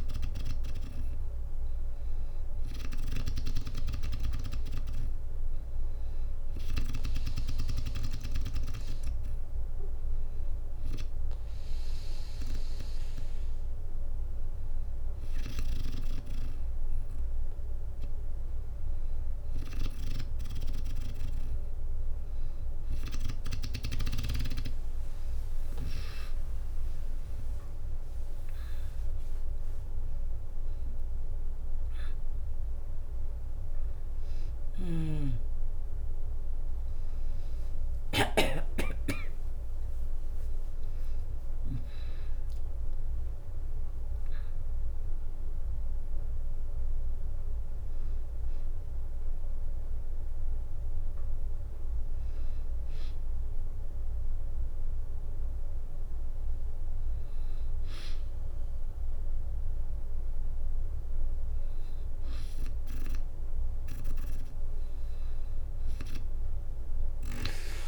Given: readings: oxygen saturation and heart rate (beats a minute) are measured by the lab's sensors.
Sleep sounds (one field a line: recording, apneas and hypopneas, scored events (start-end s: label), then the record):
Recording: a person partly awake in a sleep study, by a room microphone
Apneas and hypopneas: none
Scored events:
18.00-48.00 s: new sleep stage, awake
24.00-33.00 s: drop in pulse transit time (device-marked, heart rate 63 before, 64 extreme)
48.00-67.88 s: new sleep stage, N2 (light sleep)
52.00-56.00 s: bradycardia (device-marked, heart rate 63 before, 59 extreme)
From the record:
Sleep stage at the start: N2 (light sleep)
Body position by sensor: on the back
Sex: female